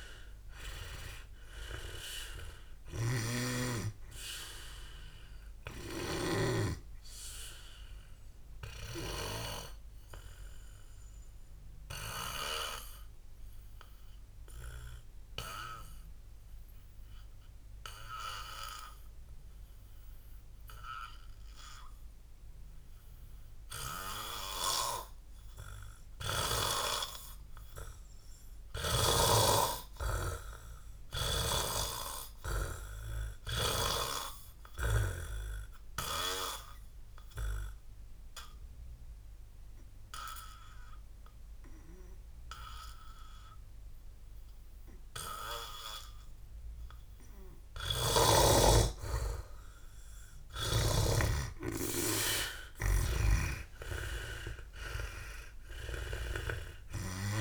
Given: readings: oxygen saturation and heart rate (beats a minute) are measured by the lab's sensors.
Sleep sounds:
breathing in sleep by a room microphone; 2
0.00-7.00 s: snoring (device-marked)
0.00-18.50 s: oxygen desaturation (device-marked, oxygen 84% lowest, heart rate 59 extreme)
9.50-24.50 s: obstructive apnea (oxygen 95% before, 82% lowest, heart rate 71 before, 59 extreme, up 2 after)
27.00-30.00 s: arousal
37.00-48.50 s: obstructive apnea (oxygen 99% before, 82% lowest, heart rate 63 before, 59 extreme, up 34 after)
39.50-57.41 s: oxygen desaturation (device-marked, oxygen 99% before, 82% lowest, heart rate 65 before, 59 extreme)
48.00-57.41 s: snoring (device-marked)
49.50-53.50 s: arousal
From the record:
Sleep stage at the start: N2 (light sleep); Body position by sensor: on the back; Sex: male

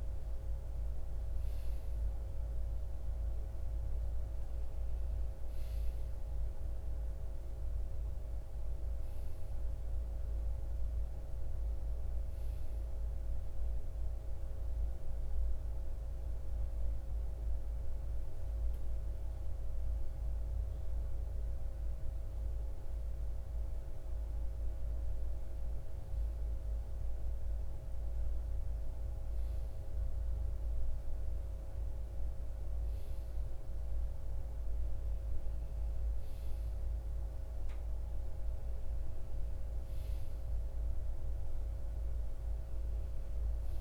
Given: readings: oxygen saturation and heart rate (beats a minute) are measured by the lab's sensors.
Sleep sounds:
breathing in sleep, hard to hear, by a room microphone; 1
13.00-23.00 s: obstructive apnea (oxygen 91% before, 84% lowest, heart rate 61 before, 57 extreme, up 4 after)
26.00-30.50 s: arousal
39.50-43.81 s: oxygen desaturation (device-marked, oxygen 91% before, 84% lowest, heart rate 61 before, 64 extreme)
From the record:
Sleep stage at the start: REM sleep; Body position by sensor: on the right side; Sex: male

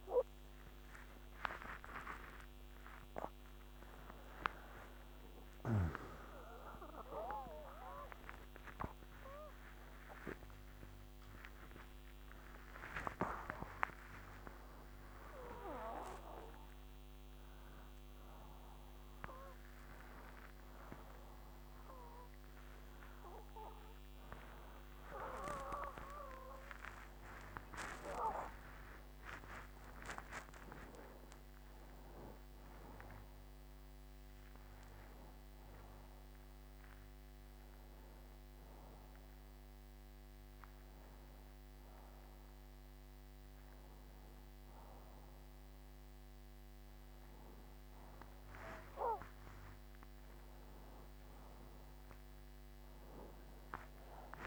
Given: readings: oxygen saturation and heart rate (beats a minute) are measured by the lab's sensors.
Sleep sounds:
a person awake in a sleep study, by a microphone on the trachea; none
44.00-54.47 s: oxygen desaturation (device-marked, oxygen 96% before, 89% lowest, heart rate 62 before, 83 extreme)
52.00-54.47 s: new sleep stage, N1 (lightest sleep)
From the record:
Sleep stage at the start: awake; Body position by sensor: on the right side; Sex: male

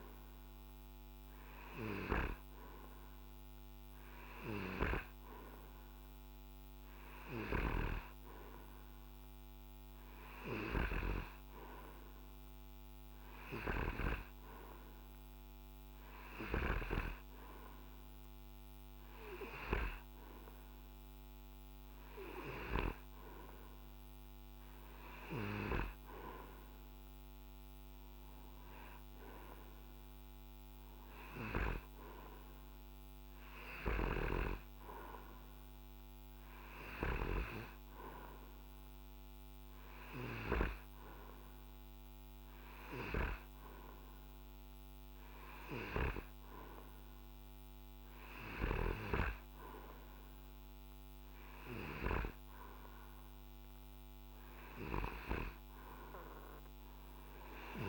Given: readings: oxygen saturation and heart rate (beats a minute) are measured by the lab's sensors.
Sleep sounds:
breathing in sleep by a microphone on the trachea; none
none scored
From the record:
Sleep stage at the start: N2 (light sleep); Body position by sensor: on the right side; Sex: male

